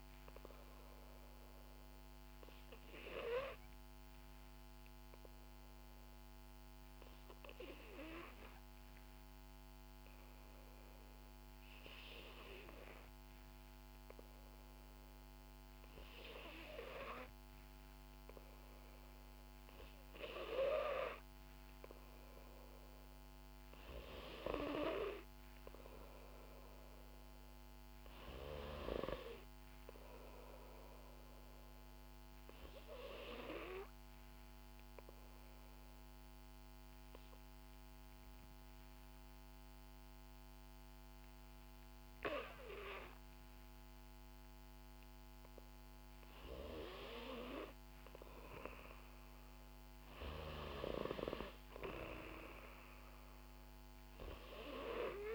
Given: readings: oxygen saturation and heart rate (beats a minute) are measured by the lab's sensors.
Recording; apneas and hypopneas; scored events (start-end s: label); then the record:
breathing in sleep by a microphone on the trachea; 2
0.50-16.00 s: obstructive apnea (oxygen 93% before, 91% lowest, heart rate 61 before, 58 extreme, up 4 after)
18.50-22.00 s: arousal
33.00-46.00 s: obstructive apnea (oxygen 94% before, 91% lowest, heart rate 61 before, 58 extreme, up 5 after)
49.50-52.50 s: arousal
From the record:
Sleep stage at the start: N2 (light sleep); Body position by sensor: on the back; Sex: female